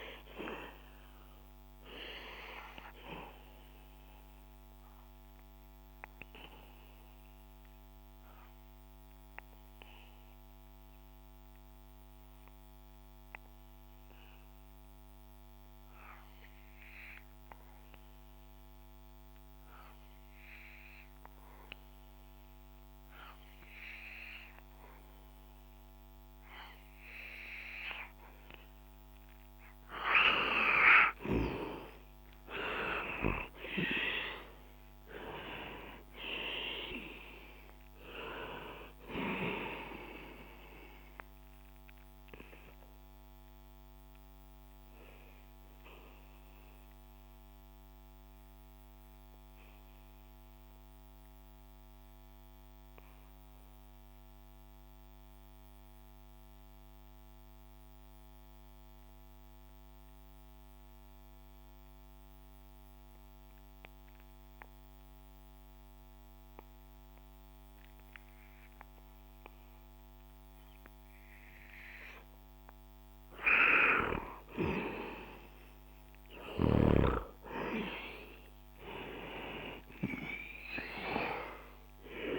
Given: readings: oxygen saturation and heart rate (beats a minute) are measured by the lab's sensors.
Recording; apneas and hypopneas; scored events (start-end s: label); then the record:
breathing in sleep by a microphone on the trachea; 2
0.00-22.00 s: oxygen desaturation (device-marked, oxygen 91% lowest, heart rate 60 extreme)
4.50-28.50 s: obstructive apnea (oxygen 99% before, 88% lowest, heart rate 65 before, 60 extreme, up 7 after)
30.00-63.00 s: oxygen desaturation (device-marked, oxygen 97% before, 88% lowest, heart rate 63 before, 61 extreme)
32.50-35.50 s: arousal
46.50-72.50 s: obstructive apnea (oxygen 97% before, 88% lowest, heart rate 67 before, 61 extreme, up 6 after)
75.00-82.39 s: oxygen desaturation (device-marked, oxygen 99% before, 89% lowest, heart rate 63 before, 60 extreme)
75.50-80.50 s: arousal
From the record:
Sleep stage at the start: N2 (light sleep); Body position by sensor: on the back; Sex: male